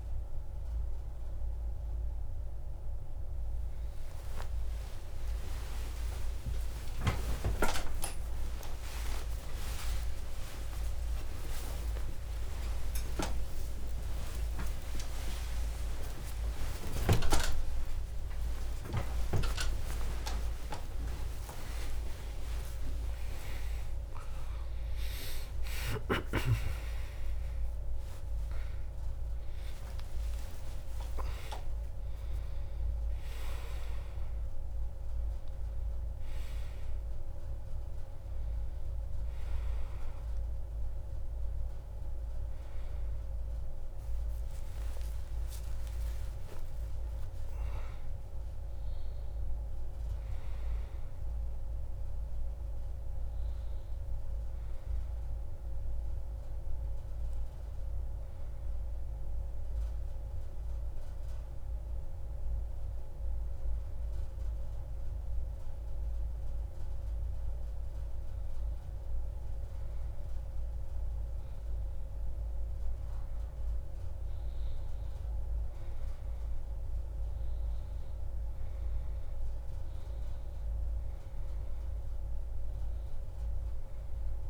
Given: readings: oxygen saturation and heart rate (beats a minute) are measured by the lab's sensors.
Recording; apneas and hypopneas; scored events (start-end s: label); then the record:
a person awake in a sleep study, by a room microphone; 1
50.00-84.50 s: new sleep stage, N1 (lightest sleep)
59.00-71.00 s: hypopnea (oxygen 97% before, 92% lowest)
74.00-78.00 s: arousal
77.00-84.50 s: oxygen desaturation (device-marked, oxygen 96% before, 93% lowest)
From the record:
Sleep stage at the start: awake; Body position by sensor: on the back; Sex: male